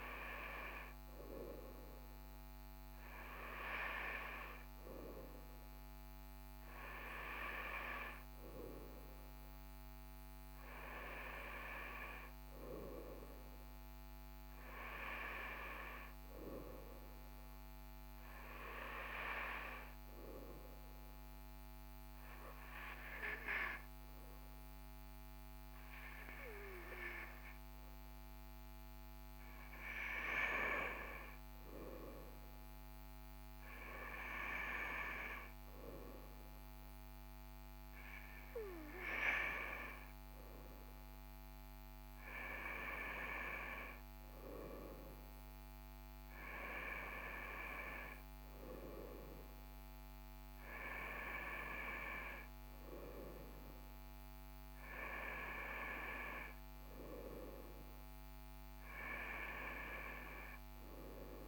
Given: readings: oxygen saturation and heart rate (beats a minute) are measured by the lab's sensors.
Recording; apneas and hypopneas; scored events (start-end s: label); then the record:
breathing in sleep by a microphone on the trachea; 1
12.50-16.50 s: arousal
20.00-31.00 s: obstructive apnea (oxygen 97% before, 96% lowest, heart rate 42 before, 40 extreme, up 1 after)
33.00-37.50 s: arousal
From the record:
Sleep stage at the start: N2 (light sleep); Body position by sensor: on the right side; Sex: male